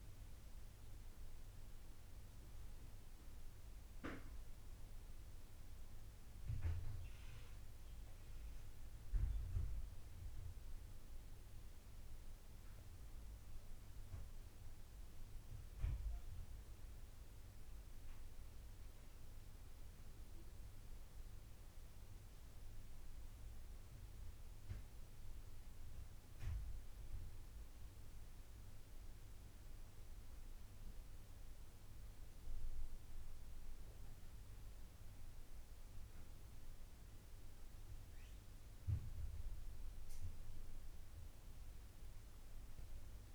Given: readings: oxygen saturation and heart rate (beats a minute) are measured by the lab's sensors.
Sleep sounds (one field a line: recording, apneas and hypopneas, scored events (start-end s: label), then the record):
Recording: breathing in sleep, hard to hear, by a room microphone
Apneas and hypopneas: none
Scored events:
none scored
From the record:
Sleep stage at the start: N1 (lightest sleep)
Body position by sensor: on the right side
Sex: male